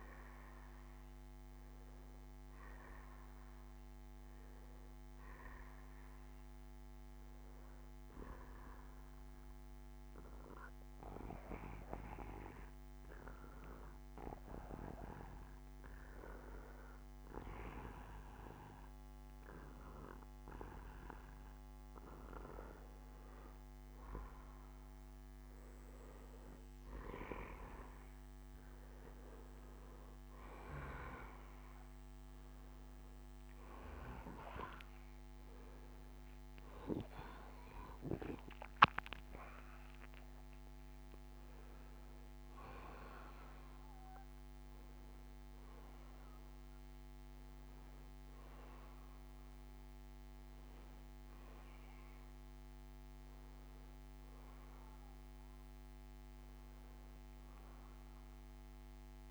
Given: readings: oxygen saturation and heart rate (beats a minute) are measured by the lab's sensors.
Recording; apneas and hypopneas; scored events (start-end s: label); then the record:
breathing in sleep by a microphone on the trachea; 1
0.00-3.00 s: oxygen desaturation (device-marked, oxygen 90% lowest, heart rate 44 extreme)
5.00-11.00 s: bradycardia (device-marked, heart rate 68 before, 44 extreme)
8.00-21.00 s: obstructive apnea (oxygen 94% before, 89% lowest, heart rate 69 before, 58 extreme, up 18 after)
20.00-22.00 s: bradycardia (device-marked, heart rate 68 before, 68 extreme)
25.00-50.00 s: oxygen desaturation (device-marked, oxygen 94% before, 89% lowest, heart rate 61 before, 52 extreme)
33.50-38.50 s: arousal
55.00-59.31 s: bradycardia (device-marked, heart rate 68 before, 52 extreme)
From the record:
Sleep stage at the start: N2 (light sleep); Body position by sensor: on the back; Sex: male